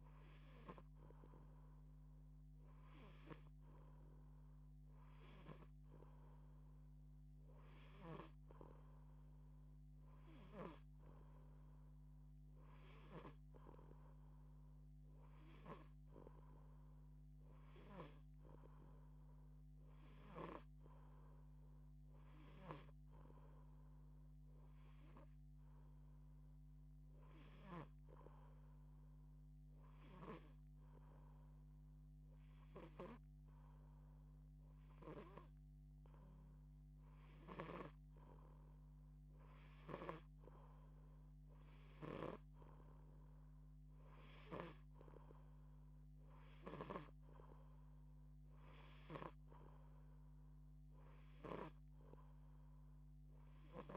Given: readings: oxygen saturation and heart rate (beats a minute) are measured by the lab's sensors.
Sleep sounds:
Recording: breathing in sleep by a microphone on the trachea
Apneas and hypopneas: none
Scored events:
22.00-27.50 s: snoring (device-marked)
39.50-44.00 s: snoring (device-marked)
48.50-53.50 s: snoring (device-marked)
From the record:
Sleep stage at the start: N2 (light sleep)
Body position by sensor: on the back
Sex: female

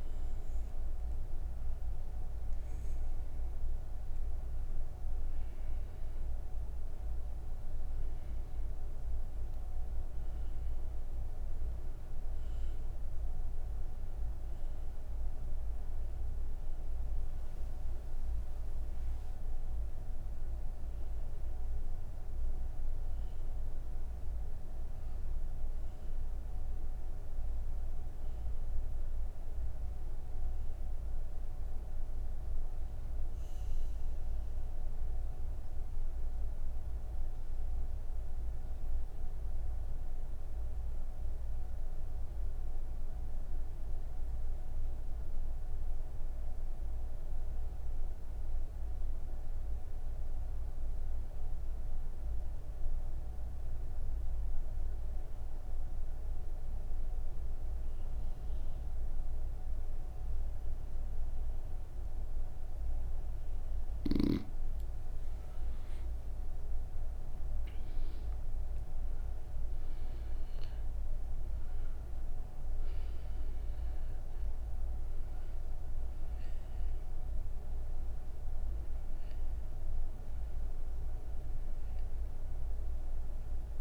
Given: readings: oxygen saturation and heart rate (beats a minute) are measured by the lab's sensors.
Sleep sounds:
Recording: breathing in sleep, hard to hear, by a room microphone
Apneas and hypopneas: none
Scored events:
0.00-10.50 s: oxygen desaturation (device-marked, oxygen 95% lowest)
17.50-44.50 s: oxygen desaturation (device-marked, oxygen 96% before, 90% lowest)
65.50-70.50 s: oxygen desaturation (device-marked, oxygen 98% before, 96% lowest)
From the record:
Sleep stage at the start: N2 (light sleep)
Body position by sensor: on the right side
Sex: female

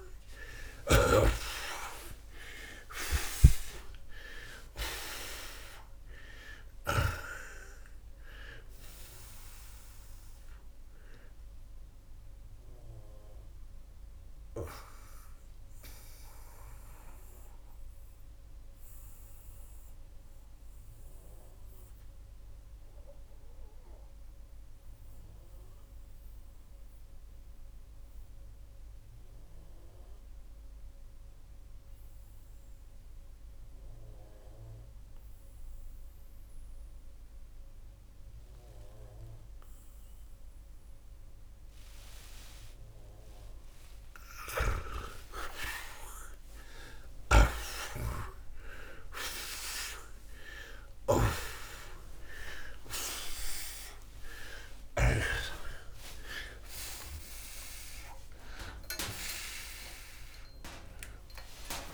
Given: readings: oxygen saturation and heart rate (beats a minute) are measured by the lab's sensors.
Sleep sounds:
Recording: breathing in sleep by a room microphone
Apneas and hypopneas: 1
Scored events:
0.00-1.50 s: arousal
11.50-34.50 s: oxygen desaturation (device-marked, oxygen 93% before, 80% lowest, heart rate 91 before, 53 extreme)
17.00-41.50 s: obstructive apnea (oxygen 94% before, 80% lowest, heart rate 93 before, 53 extreme, up 37 after)
49.50-61.94 s: new sleep stage, awake
50.50-55.00 s: snoring (device-marked)
51.50-58.50 s: oxygen desaturation (device-marked, oxygen 92% before, 89% lowest, heart rate 73 before, 112 extreme)
From the record:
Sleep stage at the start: N2 (light sleep)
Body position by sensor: on the back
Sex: male

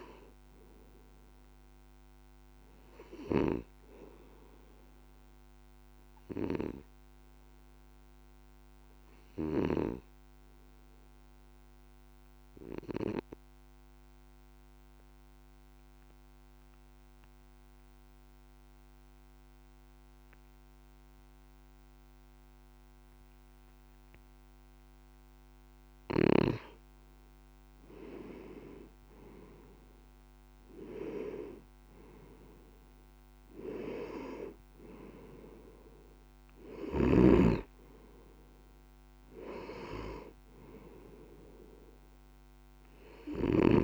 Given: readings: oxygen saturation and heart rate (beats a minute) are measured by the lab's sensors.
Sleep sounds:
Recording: breathing in sleep by a microphone on the trachea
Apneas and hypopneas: 1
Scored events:
10.50-26.50 s: obstructive apnea (oxygen 95% before, 89% lowest, heart rate 61 before, 49 extreme, up 4 after)
28.50-32.50 s: arousal
From the record:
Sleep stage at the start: N2 (light sleep)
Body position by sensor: on the back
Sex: male

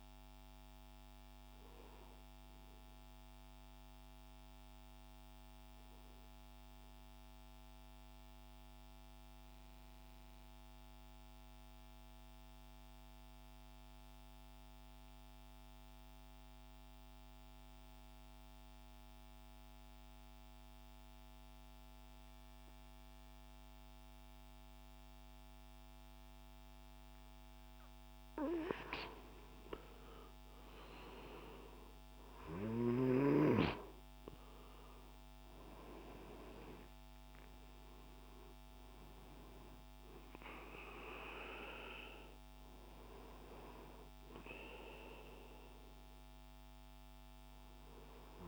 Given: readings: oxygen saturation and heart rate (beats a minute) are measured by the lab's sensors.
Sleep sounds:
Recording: breathing in sleep by a microphone on the trachea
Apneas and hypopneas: 1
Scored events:
0.00-2.50 s: oxygen desaturation (device-marked, oxygen 92% lowest)
6.00-27.50 s: mixed apnea (oxygen 98% before, 91% lowest)
24.50-48.48 s: oxygen desaturation (device-marked, oxygen 97% before, 91% lowest)
30.50-36.50 s: arousal
From the record:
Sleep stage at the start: N2 (light sleep)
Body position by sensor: on the right side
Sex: male

